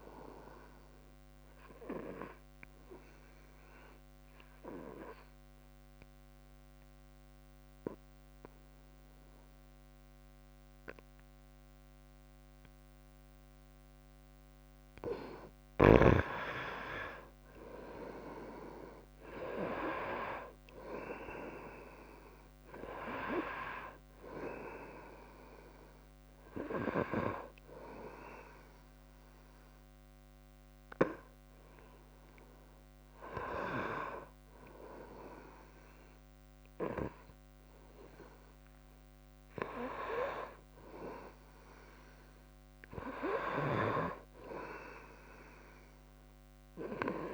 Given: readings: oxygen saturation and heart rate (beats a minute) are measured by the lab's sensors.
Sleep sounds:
breathing in sleep by a microphone on the trachea; 2
1.50-13.50 s: obstructive apnea (oxygen 97% before, 91% lowest, heart rate 64 before, 61 extreme, up 4 after)
16.50-20.50 s: arousal
20.50-39.50 s: oxygen desaturation (device-marked, oxygen 96% before, 91% lowest, heart rate 65 before, 61 extreme)
28.50-40.50 s: hypopnea (oxygen 97% before, 91% lowest, heart rate 67 before, 64 extreme, up 10 after)
32.00-34.00 s: long interval between heartbeats (device-marked, heart rate 66 before, 69 extreme)
43.00-45.00 s: long interval between heartbeats (device-marked, heart rate 67 before, 71 extreme)
43.00-46.50 s: arousal
From the record:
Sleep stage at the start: N2 (light sleep); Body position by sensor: on the right side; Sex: female

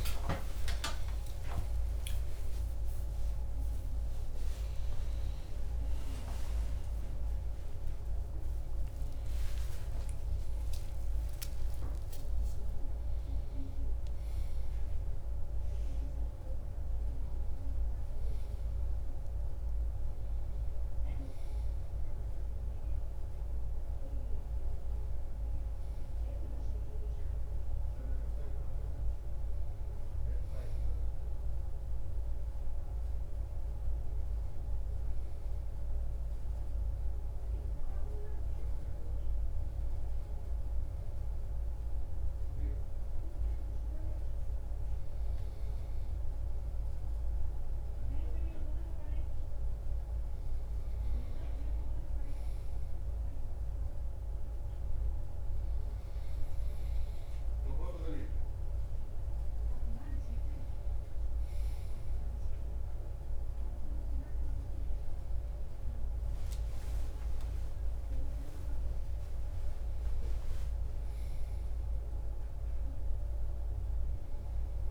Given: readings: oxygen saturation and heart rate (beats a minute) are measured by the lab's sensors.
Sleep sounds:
a person partly awake in a sleep study, hard to hear, by a room microphone; 1
0.00-18.50 s: oxygen desaturation (device-marked, oxygen 90% lowest)
23.50-74.91 s: new sleep stage, N1 (lightest sleep)
29.00-59.50 s: hypopnea (oxygen 100% before, 95% lowest)
62.00-66.00 s: arousal
From the record:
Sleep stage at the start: awake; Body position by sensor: on the left side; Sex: male

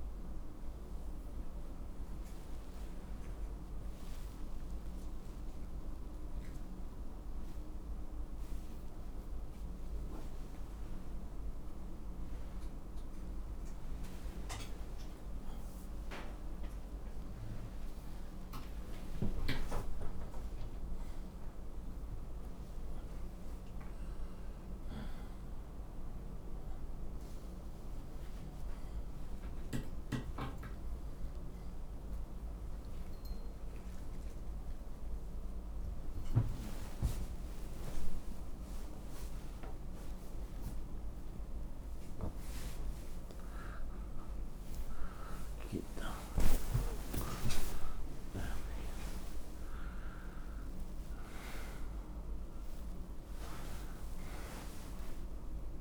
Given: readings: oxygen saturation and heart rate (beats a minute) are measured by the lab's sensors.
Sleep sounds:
a person awake in a sleep study, by a room microphone; none
3.50-32.50 s: oxygen desaturation (device-marked, oxygen 96% before, 85% lowest, heart rate 101 before, 79 extreme)
From the record:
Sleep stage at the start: awake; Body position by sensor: upright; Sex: male

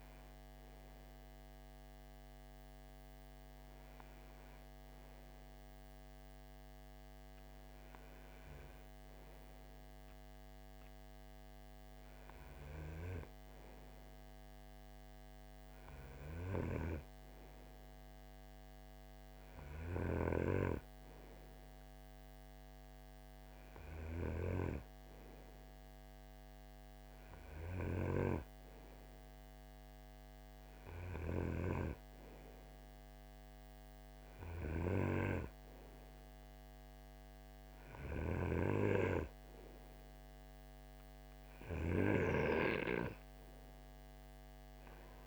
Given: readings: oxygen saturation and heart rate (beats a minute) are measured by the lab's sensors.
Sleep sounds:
breathing in sleep by a microphone on the trachea; none
0.00-3.50 s: oxygen desaturation (device-marked, oxygen 92% lowest, heart rate 54 extreme)
From the record:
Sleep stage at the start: N2 (light sleep); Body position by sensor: on the right side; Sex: male

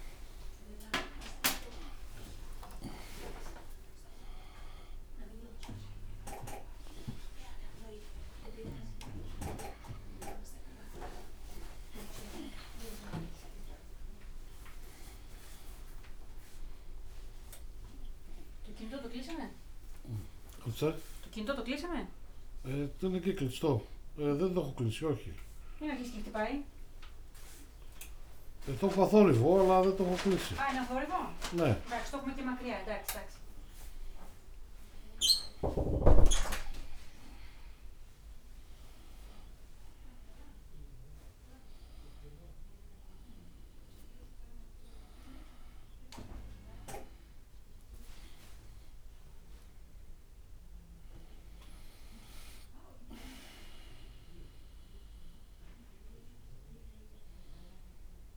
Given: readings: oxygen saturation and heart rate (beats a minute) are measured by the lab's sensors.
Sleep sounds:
a person awake in a sleep study, by a room microphone; none
0.00-6.50 s: oxygen desaturation (device-marked, oxygen 93% lowest)
0.00-7.50 s: tachycardia (device-marked, heart rate 145 extreme)
1.50-3.50 s: long interval between heartbeats (device-marked, heart rate 96 before, 111 extreme)
4.00-6.00 s: long interval between heartbeats (device-marked, heart rate 101 before, 137 extreme)
6.50-8.50 s: long interval between heartbeats (device-marked, heart rate 111 before, 121 extreme)
8.50-10.50 s: long interval between heartbeats (device-marked, heart rate 114 before, 113 extreme)
11.50-15.50 s: drop in pulse transit time (device-marked, heart rate 110 before, 89 extreme)
12.50-14.50 s: long interval between heartbeats (device-marked, heart rate 108 before, 89 extreme)
23.50-29.50 s: snoring (device-marked)
37.50-39.50 s: long interval between heartbeats (device-marked, heart rate 61 before, 96 extreme)
47.00-49.00 s: long interval between heartbeats (device-marked, heart rate 81 before, 84 extreme)
From the record:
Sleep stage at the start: awake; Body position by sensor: on the right side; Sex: male

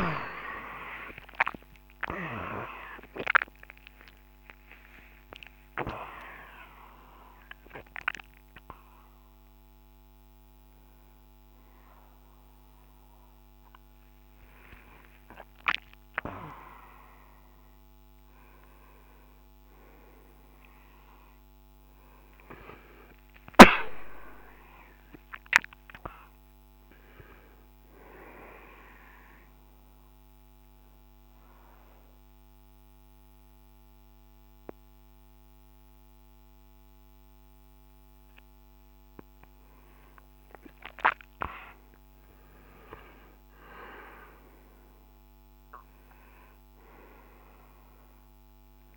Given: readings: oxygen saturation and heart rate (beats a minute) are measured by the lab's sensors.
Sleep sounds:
a person partly awake in a sleep study, by a microphone on the trachea; 1
15.50-48.97 s: new sleep stage, N2 (light sleep)
29.50-40.00 s: mixed apnea (oxygen 99% before, 90% lowest, heart rate 84 before, 55 extreme, up 28 after)
30.50-45.50 s: oxygen desaturation (device-marked, oxygen 99% before, 92% lowest, heart rate 83 before, 55 extreme)
41.50-45.00 s: arousal
47.50-48.97 s: oxygen desaturation (device-marked, oxygen 97% before, 90% lowest, heart rate 72 before, 57 extreme)
From the record:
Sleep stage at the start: awake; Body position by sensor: on the right side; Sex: male

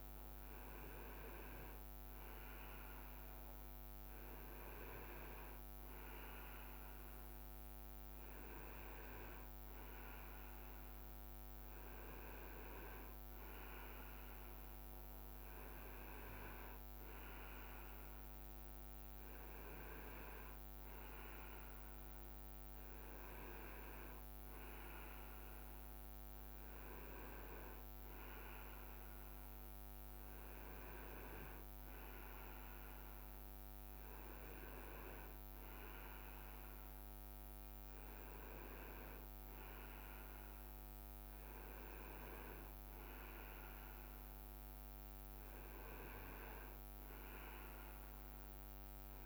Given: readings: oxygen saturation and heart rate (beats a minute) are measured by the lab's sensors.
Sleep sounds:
breathing in sleep by a microphone on the trachea; none
23.50-28.00 s: leg movement (device-marked)
From the record:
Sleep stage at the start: N2 (light sleep); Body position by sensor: on the right side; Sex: male

